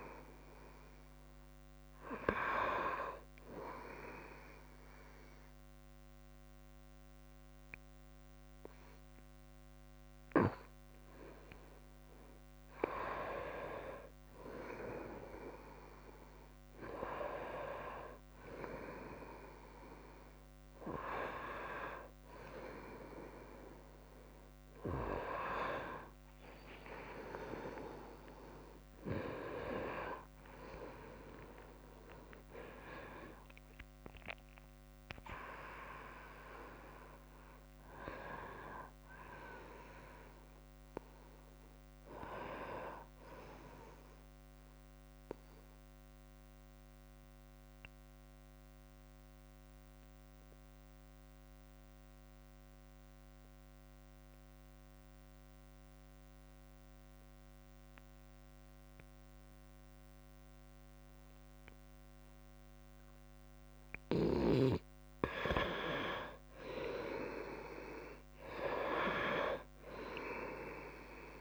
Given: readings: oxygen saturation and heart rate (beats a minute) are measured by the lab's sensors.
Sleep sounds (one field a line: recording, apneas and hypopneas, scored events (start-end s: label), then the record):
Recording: breathing in sleep by a microphone on the trachea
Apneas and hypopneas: 2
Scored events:
4.00-14.00 s: obstructive apnea (oxygen 97% before, 93% lowest, heart rate 91 before, 66 extreme, up 14 after)
15.00-17.50 s: arousal
16.00-18.00 s: long interval between heartbeats (device-marked, heart rate 69 before, 80 extreme)
30.00-36.00 s: tachycardia (device-marked, heart rate 69 before, 109 extreme)
32.00-36.00 s: arousal
34.50-36.50 s: long interval between heartbeats (device-marked, heart rate 80 before, 108 extreme)
45.00-71.41 s: new sleep stage, N1 (lightest sleep)
45.50-62.50 s: obstructive apnea (oxygen 97% before, 90% lowest, heart rate 89 before, 66 extreme, up 4 after)
62.00-71.41 s: oxygen desaturation (device-marked, oxygen 97% before, 90% lowest, heart rate 69 before, 64 extreme)
64.50-67.50 s: arousal
From the record:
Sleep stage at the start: N2 (light sleep)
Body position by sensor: on the front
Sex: female